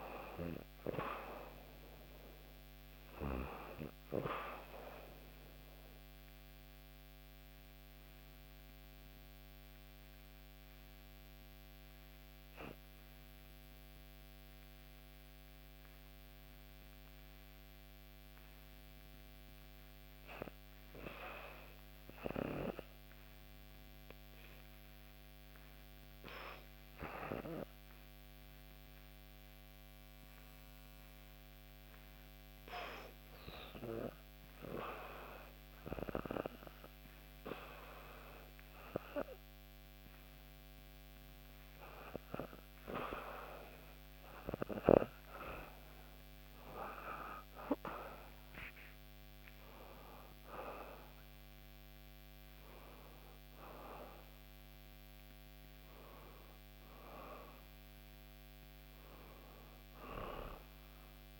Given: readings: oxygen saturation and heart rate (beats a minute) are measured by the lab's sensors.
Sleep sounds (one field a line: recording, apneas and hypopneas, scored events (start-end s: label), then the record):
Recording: breathing in sleep by a microphone on the trachea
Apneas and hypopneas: 1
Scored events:
4.50-19.00 s: obstructive apnea (oxygen 95% before, 91% lowest, heart rate 68 before, 65 extreme, up 0 after)
21.50-25.50 s: arousal
28.00-44.00 s: oxygen desaturation (device-marked, oxygen 96% before, 91% lowest, heart rate 65 before, 65 extreme)
47.50-52.50 s: arousal
From the record:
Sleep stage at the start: REM sleep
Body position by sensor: on the back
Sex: female